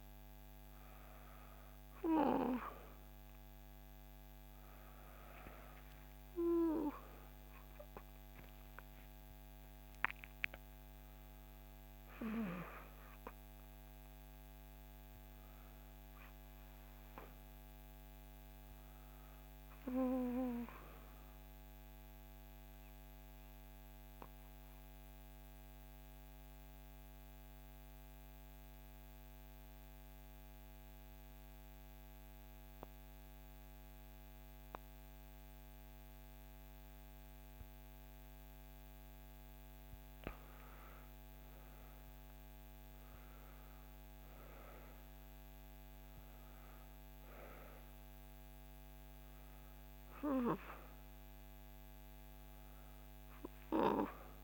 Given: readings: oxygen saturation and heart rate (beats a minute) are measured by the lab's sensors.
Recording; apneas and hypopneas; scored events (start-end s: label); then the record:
breathing in sleep by a microphone on the trachea; 1
0.00-1.00 s: oxygen desaturation (device-marked, oxygen 93% lowest, heart rate 63 extreme)
5.00-9.50 s: arousal
20.50-38.50 s: mixed apnea (oxygen 96% before, 87% lowest, heart rate 65 before, 62 extreme, up 4 after)
29.00-54.44 s: new sleep stage, N2 (light sleep)
33.00-54.44 s: oxygen desaturation (device-marked, oxygen 95% before, 87% lowest, heart rate 65 before, 61 extreme)
41.00-45.00 s: arousal
From the record:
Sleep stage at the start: N1 (lightest sleep); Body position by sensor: on the back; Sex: female